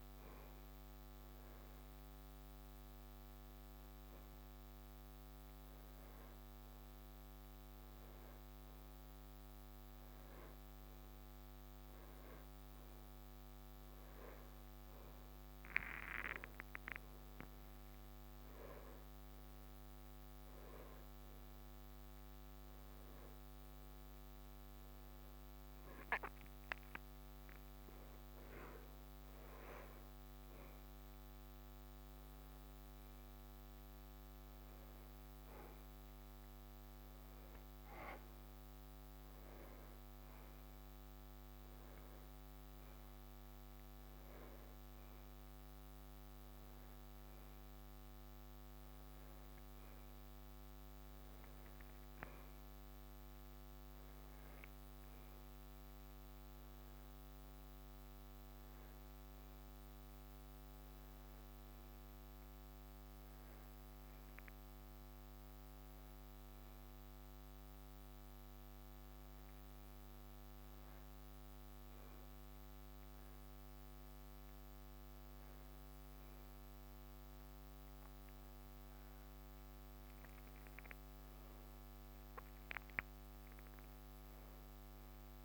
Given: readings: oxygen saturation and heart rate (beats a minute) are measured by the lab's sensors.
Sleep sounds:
a person partly awake in a sleep study, hard to hear, by a microphone on the trachea; none
35.00-65.00 s: new sleep stage, N1 (lightest sleep)
65.00-85.44 s: new sleep stage, N2 (light sleep)
From the record:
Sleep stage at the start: awake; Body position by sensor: upright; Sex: male

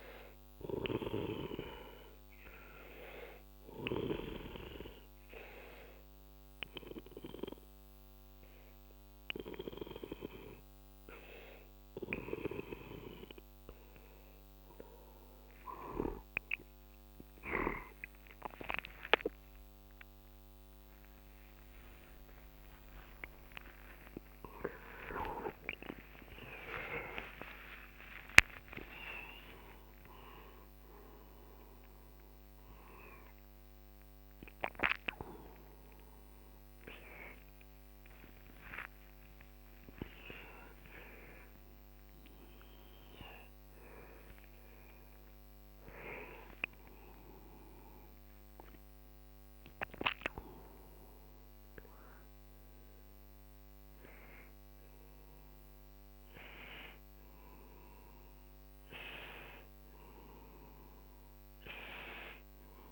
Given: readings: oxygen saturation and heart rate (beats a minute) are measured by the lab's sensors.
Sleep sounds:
a person partly awake in a sleep study, by a microphone on the trachea; 1
5.00-16.00 s: hypopnea (oxygen 97% before, 92% lowest, heart rate 50 before, 54 extreme)
32.50-62.50 s: new sleep stage, awake
62.50-62.92 s: new sleep stage, N1 (lightest sleep)
From the record:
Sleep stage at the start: N2 (light sleep); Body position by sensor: on the right side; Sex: male

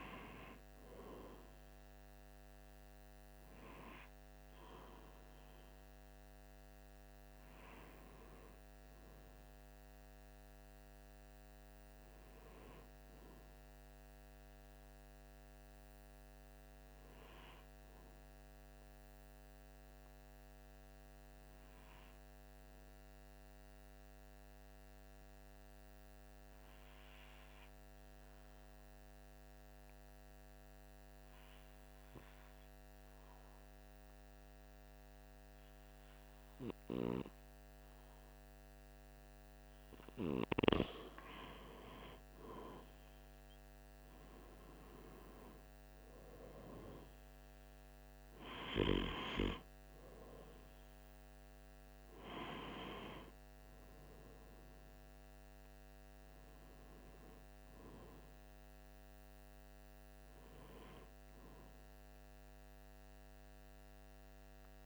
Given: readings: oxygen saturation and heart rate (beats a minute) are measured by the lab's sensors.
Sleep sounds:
breathing in sleep by a microphone on the trachea; 1
0.00-21.50 s: oxygen desaturation (device-marked, oxygen 93% lowest, heart rate 44 extreme)
19.50-39.50 s: obstructive apnea (oxygen 96% before, 93% lowest, heart rate 46 before, 45 extreme, up 2 after)
41.50-46.00 s: arousal
51.50-64.86 s: oxygen desaturation (device-marked, oxygen 97% before, 93% lowest, heart rate 48 before, 43 extreme)
From the record:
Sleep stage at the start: N2 (light sleep); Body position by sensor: on the right side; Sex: male

